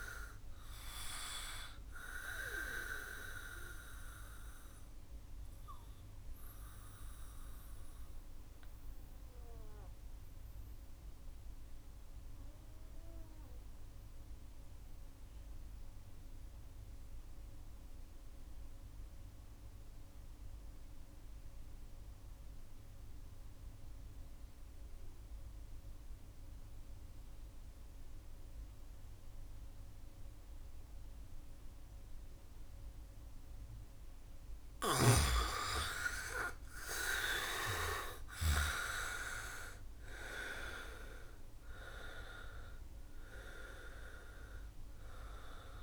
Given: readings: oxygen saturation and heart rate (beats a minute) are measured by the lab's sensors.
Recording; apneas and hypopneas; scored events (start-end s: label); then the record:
breathing in sleep by a room microphone; 1
0.00-22.00 s: oxygen desaturation (device-marked, oxygen 77% lowest, heart rate 64 extreme)
3.50-33.50 s: mixed apnea (oxygen 99% before, 76% lowest, heart rate 68 before, 64 extreme, up 5 after)
31.00-45.83 s: oxygen desaturation (device-marked, oxygen 99% before, 76% lowest, heart rate 67 before, 63 extreme)
35.00-39.50 s: arousal
From the record:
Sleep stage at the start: N2 (light sleep); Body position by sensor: on the back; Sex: male